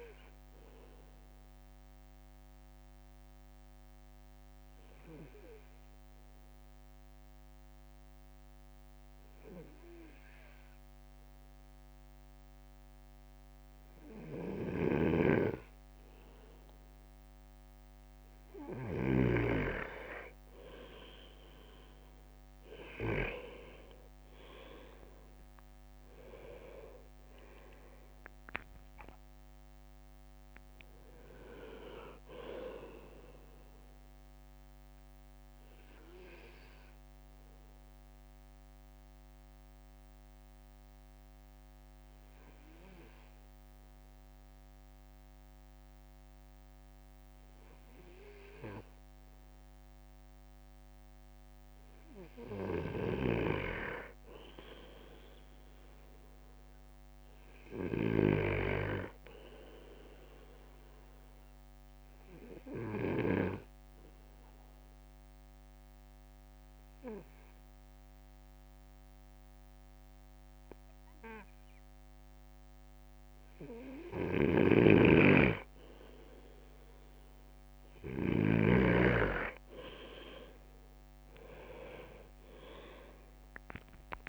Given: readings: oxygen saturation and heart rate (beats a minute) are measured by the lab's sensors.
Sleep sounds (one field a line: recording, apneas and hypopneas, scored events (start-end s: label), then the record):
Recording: breathing in sleep by a microphone on the trachea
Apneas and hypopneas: 3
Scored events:
0.50-17.50 s: obstructive apnea (oxygen 99% before, 97% lowest)
14.50-19.00 s: snoring (device-marked)
26.00-30.00 s: arousal
35.00-51.00 s: obstructive apnea (oxygen 99% before, 97% lowest)
53.00-58.50 s: snoring (device-marked)
54.50-57.50 s: arousal
63.00-75.50 s: obstructive apnea (oxygen 99% before, 97% lowest)
74.00-78.50 s: snoring (device-marked)
80.00-84.00 s: arousal
80.00-84.00 s: leg movement (device-marked)
From the record:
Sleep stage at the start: N2 (light sleep)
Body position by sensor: on the right side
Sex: male